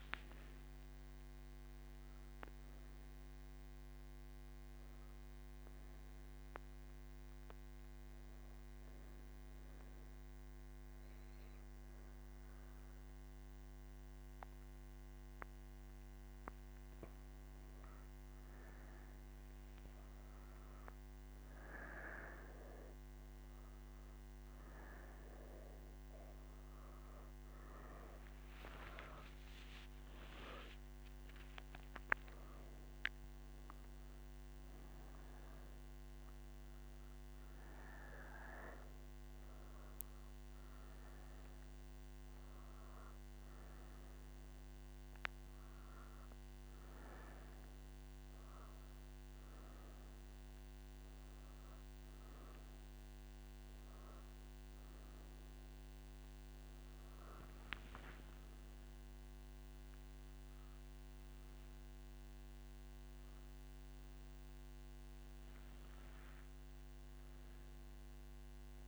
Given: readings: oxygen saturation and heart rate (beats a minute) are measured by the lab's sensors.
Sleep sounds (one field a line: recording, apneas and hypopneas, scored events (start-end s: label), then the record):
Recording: breathing in sleep by a microphone on the trachea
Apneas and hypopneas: 1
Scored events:
7.00-17.50 s: obstructive apnea (oxygen 98% before, 95% lowest)
55.50-68.88 s: new sleep stage, N1 (lightest sleep)
From the record:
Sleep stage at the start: N3 (deep sleep)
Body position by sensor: on the right side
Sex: female